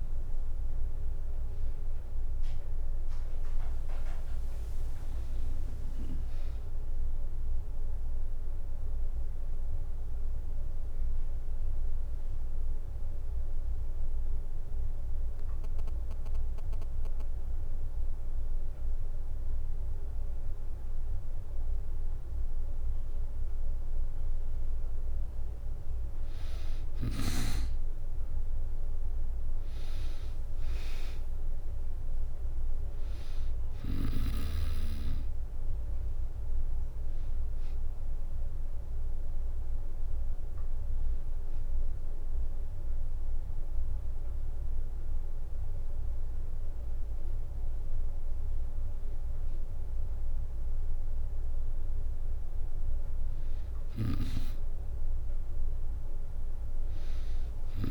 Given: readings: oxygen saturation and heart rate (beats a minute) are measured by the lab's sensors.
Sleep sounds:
breathing in sleep by a room microphone; 1
0.00-2.00 s: arousal
0.00-6.00 s: drop in pulse transit time (device-marked, heart rate 65 extreme)
0.00-14.00 s: oxygen desaturation (device-marked, oxygen 93% lowest, heart rate 64 extreme)
11.50-22.50 s: hypopnea (oxygen 97% before, 91% lowest, heart rate 67 before, 64 extreme, up 5 after)
24.00-26.50 s: arousal
29.00-48.00 s: oxygen desaturation (device-marked, oxygen 98% before, 91% lowest, heart rate 65 before, 64 extreme)
From the record:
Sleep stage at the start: N2 (light sleep); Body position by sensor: on the back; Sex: female

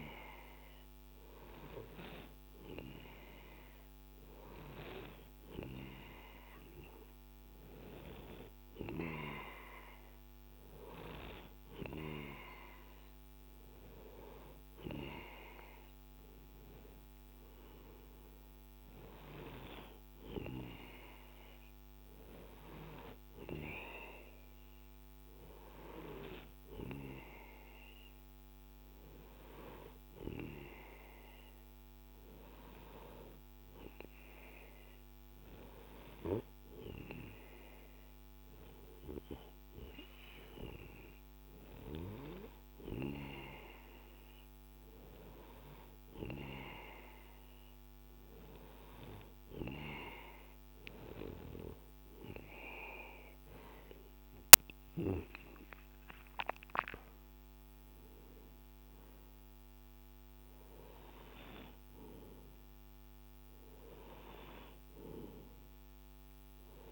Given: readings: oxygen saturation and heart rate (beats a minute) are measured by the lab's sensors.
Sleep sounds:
breathing in sleep by a microphone on the trachea; none
none scored
From the record:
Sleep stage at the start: N2 (light sleep); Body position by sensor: on the right side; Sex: male

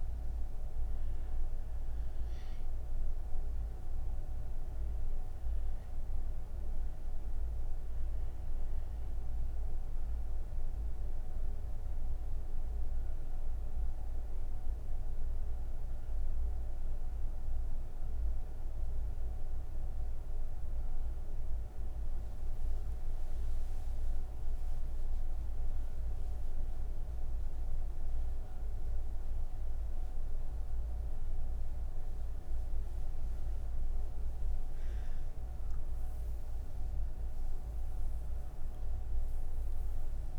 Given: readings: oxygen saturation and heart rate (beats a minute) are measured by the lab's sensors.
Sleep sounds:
breathing in sleep, hard to hear, by a room microphone; none
37.50-40.39 s: oxygen desaturation (device-marked, oxygen 97% before, 93% lowest)
From the record:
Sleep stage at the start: N3 (deep sleep); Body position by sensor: on the right side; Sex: female

